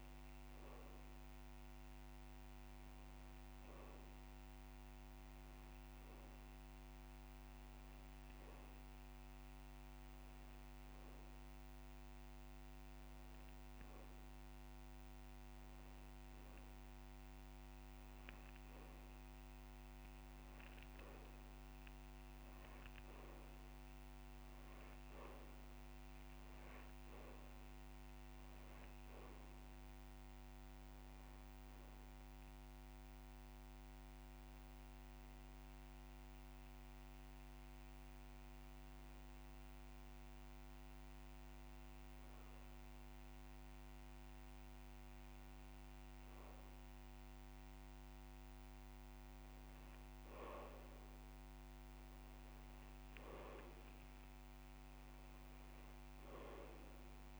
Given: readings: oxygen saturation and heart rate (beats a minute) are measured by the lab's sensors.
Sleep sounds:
breathing in sleep, hard to hear, by a microphone on the trachea; 1
0.00-2.50 s: drop in pulse transit time (device-marked)
13.00-17.00 s: arousal
14.50-20.50 s: drop in pulse transit time (device-marked)
16.00-18.00 s: long interval between heartbeats (device-marked)
23.50-25.50 s: long interval between heartbeats (device-marked)
29.00-32.50 s: arousal
30.50-32.50 s: long interval between heartbeats (device-marked)
35.50-48.50 s: hypopnea (oxygen 97% before, 94% lowest)
49.00-51.00 s: long interval between heartbeats (device-marked)
53.50-57.39 s: arousal
From the record:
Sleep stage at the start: N2 (light sleep); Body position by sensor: on the back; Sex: male

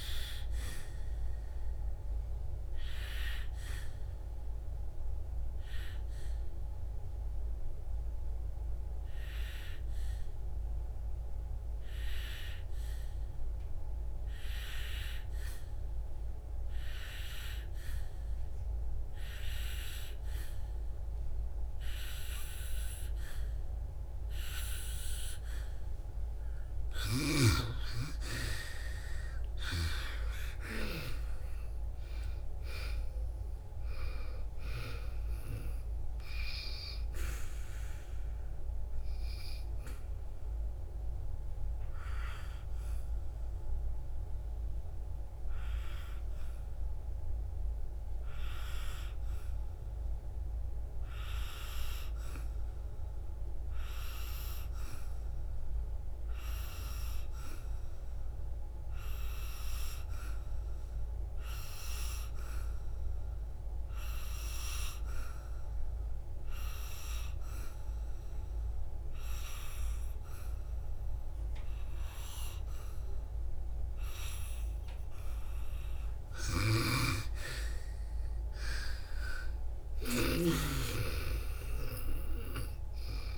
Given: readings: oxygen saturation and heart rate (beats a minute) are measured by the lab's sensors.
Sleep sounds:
breathing in sleep by a room microphone; 2
2.00-27.00 s: obstructive apnea (oxygen 97% before, 89% lowest, heart rate 66 before, 56 extreme, up 10 after)
28.00-64.00 s: oxygen desaturation (device-marked, oxygen 97% before, 89% lowest, heart rate 59 before, 56 extreme)
31.50-35.00 s: arousal
41.00-76.00 s: obstructive apnea (oxygen 97% before, 89% lowest, heart rate 67 before, 56 extreme, up 3 after)
76.00-83.38 s: oxygen desaturation (device-marked, oxygen 96% before, 90% lowest, heart rate 63 before, 57 extreme)
80.00-83.38 s: arousal
From the record:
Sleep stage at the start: N2 (light sleep); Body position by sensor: on the back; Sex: female

